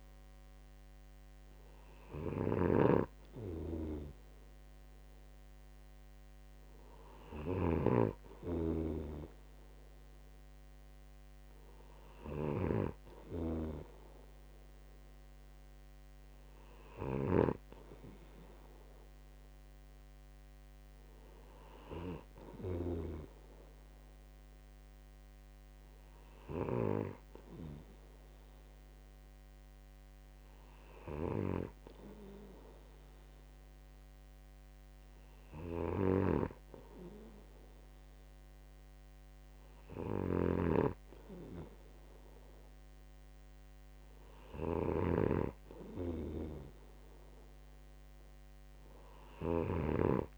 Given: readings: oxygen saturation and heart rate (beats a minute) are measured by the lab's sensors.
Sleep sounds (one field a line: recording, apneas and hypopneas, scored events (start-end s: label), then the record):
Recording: breathing in sleep by a microphone on the trachea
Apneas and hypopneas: none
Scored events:
0.00-27.50 s: snoring (device-marked)
36.50-50.38 s: snoring (device-marked)
From the record:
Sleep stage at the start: N2 (light sleep)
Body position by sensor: on the right side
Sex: male